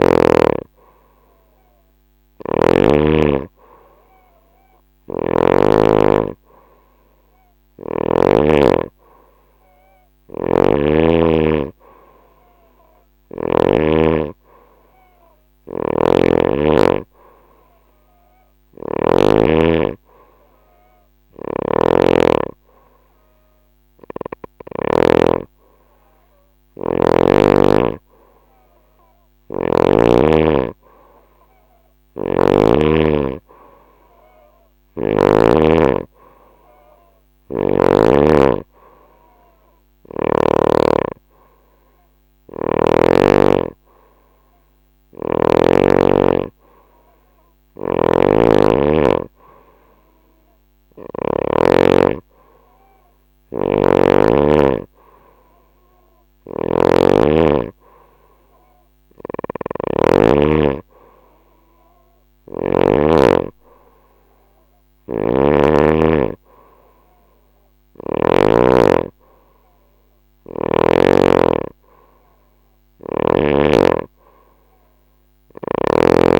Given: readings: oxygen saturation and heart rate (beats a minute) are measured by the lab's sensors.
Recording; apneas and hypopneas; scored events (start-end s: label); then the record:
breathing in sleep by a microphone on the trachea; none
0.00-5.00 s: snoring (device-marked)
9.50-13.00 s: snoring (device-marked)
15.00-18.50 s: snoring (device-marked)
20.50-24.50 s: snoring (device-marked)
36.50-40.00 s: snoring (device-marked)
47.00-51.00 s: snoring (device-marked)
55.50-65.00 s: snoring (device-marked)
69.50-73.00 s: snoring (device-marked)
From the record:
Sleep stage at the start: N2 (light sleep); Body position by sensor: on the right side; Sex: female